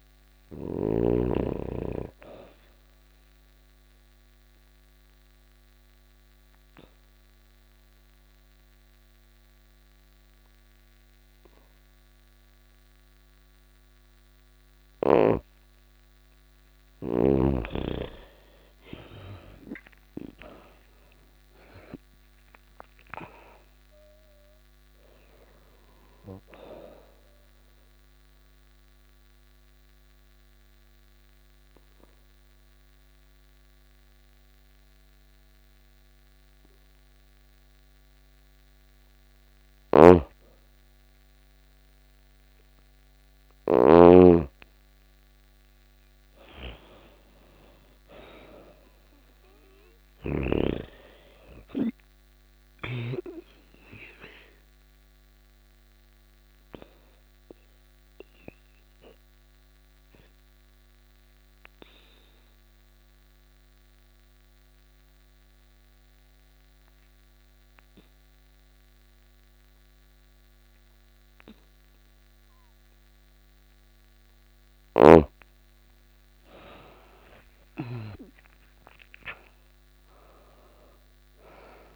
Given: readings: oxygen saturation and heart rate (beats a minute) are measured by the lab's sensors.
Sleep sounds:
breathing in sleep by a microphone on the trachea; 3
0.00-4.50 s: oxygen desaturation (device-marked, oxygen 94% lowest, heart rate 84 extreme)
3.00-15.50 s: obstructive apnea (oxygen 98% before, 88% lowest, heart rate 86 before, 84 extreme, up 8 after)
17.50-21.50 s: arousal
24.50-35.50 s: oxygen desaturation (device-marked, oxygen 96% before, 88% lowest, heart rate 87 before, 85 extreme)
26.50-41.00 s: obstructive apnea (oxygen 97% before, 87% lowest, heart rate 87 before, 85 extreme, up 2 after)
39.00-43.00 s: snoring (device-marked)
43.50-48.00 s: arousal
46.50-65.50 s: oxygen desaturation (device-marked, oxygen 99% before, 89% lowest, heart rate 87 before, 85 extreme)
54.50-74.00 s: obstructive apnea (oxygen 99% before, 87% lowest, heart rate 86 before, 83 extreme, up 7 after)
75.50-79.00 s: arousal
76.50-81.96 s: oxygen desaturation (device-marked, oxygen 99% before, 87% lowest, heart rate 88 before, 83 extreme)
From the record:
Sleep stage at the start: N2 (light sleep); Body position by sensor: on the back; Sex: female

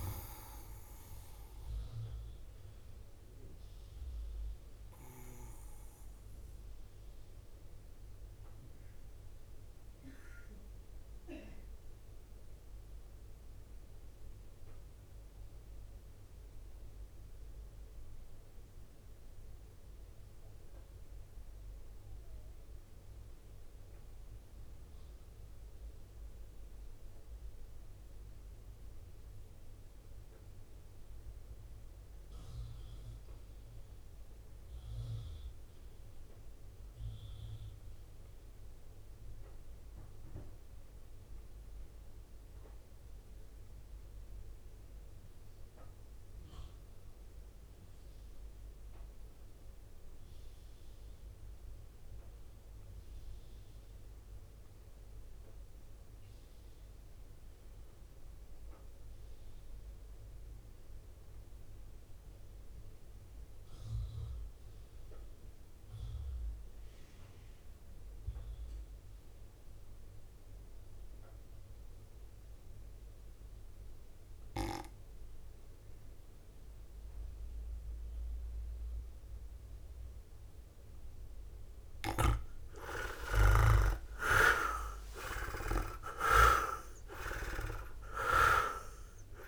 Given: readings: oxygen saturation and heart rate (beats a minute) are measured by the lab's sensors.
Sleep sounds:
breathing in sleep by a room microphone; 1
0.00-4.00 s: drop in pulse transit time (device-marked, heart rate 58 extreme)
2.00-81.50 s: mixed apnea (oxygen 98% before, 73% lowest, heart rate 60 before, 52 extreme, up 18 after)
24.00-35.00 s: drop in pulse transit time (device-marked, heart rate 54 before, 56 extreme)
44.00-89.48 s: oxygen desaturation (device-marked, oxygen 98% before, 73% lowest, heart rate 58 before, 52 extreme)
82.50-87.50 s: arousal
85.00-89.48 s: drop in pulse transit time (device-marked, heart rate 63 before, 66 extreme)
From the record:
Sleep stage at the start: REM sleep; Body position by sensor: on the right side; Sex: male

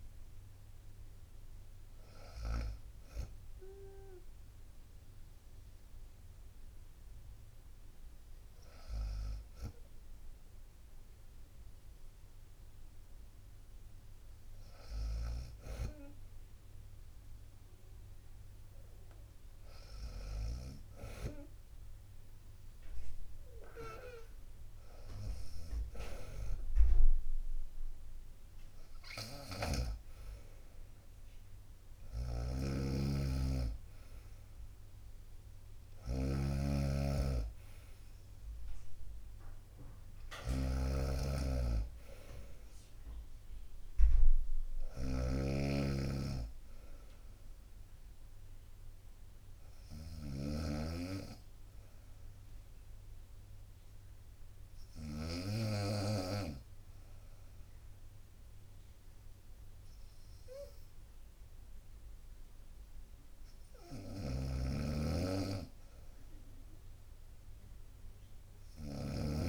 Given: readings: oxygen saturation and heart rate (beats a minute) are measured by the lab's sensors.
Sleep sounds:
breathing in sleep by a room microphone; 1
0.00-2.50 s: oxygen desaturation (device-marked, oxygen 89% lowest, heart rate 63 extreme)
8.00-12.00 s: arousal
15.00-30.00 s: snoring (device-marked)
16.50-28.50 s: drop in pulse transit time (device-marked, heart rate 66 before, 63 extreme)
32.00-55.50 s: snoring (device-marked)
51.50-64.00 s: hypopnea (oxygen 97% before, 95% lowest, heart rate 66 before, 63 extreme, up 1 after)
64.00-69.49 s: snoring (device-marked)
66.50-69.49 s: arousal
From the record:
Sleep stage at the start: N2 (light sleep); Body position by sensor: on the right side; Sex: female

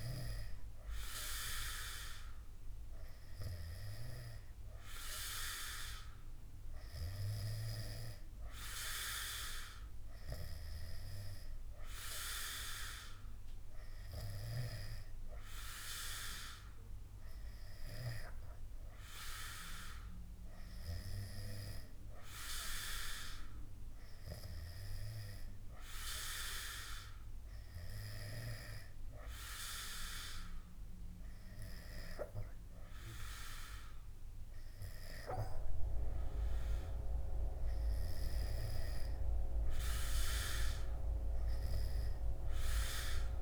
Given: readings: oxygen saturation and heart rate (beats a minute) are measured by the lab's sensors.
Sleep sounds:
breathing in sleep by a room microphone; none
none scored
From the record:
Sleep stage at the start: N2 (light sleep); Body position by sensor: on the back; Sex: male

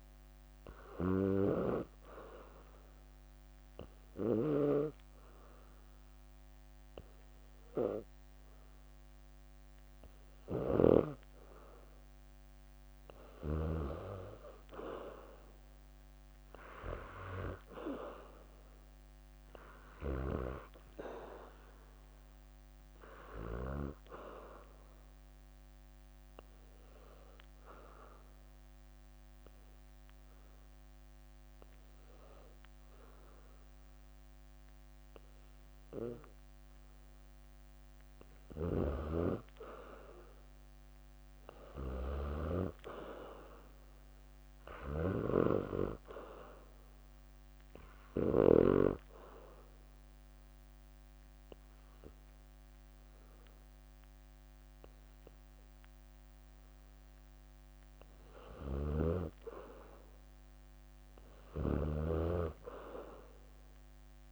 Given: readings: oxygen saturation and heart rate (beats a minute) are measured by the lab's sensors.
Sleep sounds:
breathing in sleep by a microphone on the trachea; 3
0.00-15.50 s: oxygen desaturation (device-marked, oxygen 90% lowest, heart rate 61 extreme)
1.50-11.50 s: obstructive apnea (oxygen 96% before, 90% lowest, heart rate 67 before, 61 extreme, up 4 after)
2.00-8.00 s: leg movement (device-marked)
10.00-17.50 s: leg movement (device-marked)
15.00-19.00 s: arousal
22.00-27.50 s: leg movement (device-marked)
23.50-35.50 s: oxygen desaturation (device-marked, oxygen 94% before, 90% lowest, heart rate 68 before, 61 extreme)
25.00-35.50 s: obstructive apnea (oxygen 94% before, 90% lowest, heart rate 68 before, 61 extreme, up 8 after)
28.50-29.50 s: leg movement (device-marked)
38.00-41.00 s: arousal
47.50-58.50 s: obstructive apnea (oxygen 96% before, 90% lowest, heart rate 65 before, 61 extreme, up 6 after)
48.50-60.50 s: oxygen desaturation (device-marked, oxygen 96% before, 90% lowest, heart rate 66 before, 61 extreme)
52.00-59.00 s: leg movement (device-marked)
58.50-62.00 s: snoring (device-marked)
62.00-64.32 s: arousal
63.00-64.32 s: leg movement (device-marked)
From the record:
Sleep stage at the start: N2 (light sleep); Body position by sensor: on the back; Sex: female

